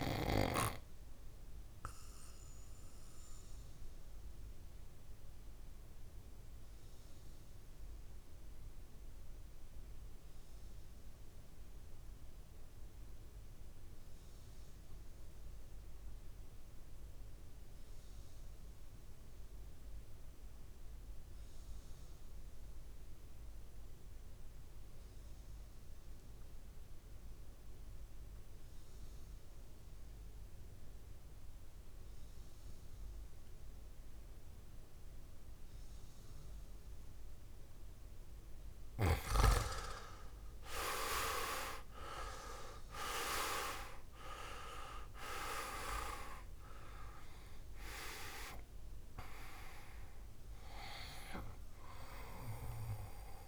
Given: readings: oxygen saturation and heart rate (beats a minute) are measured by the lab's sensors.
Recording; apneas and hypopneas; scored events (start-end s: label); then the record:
breathing in sleep by a room microphone; 1
0.00-12.50 s: oxygen desaturation (device-marked, oxygen 84% lowest, heart rate 54 extreme)
1.00-38.00 s: mixed apnea (oxygen 100% before, 84% lowest, heart rate 64 before, 48 extreme, up 16 after)
29.50-53.48 s: oxygen desaturation (device-marked, oxygen 99% before, 85% lowest, heart rate 57 before, 48 extreme)
40.00-45.50 s: arousal
From the record:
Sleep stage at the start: REM sleep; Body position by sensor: on the back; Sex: male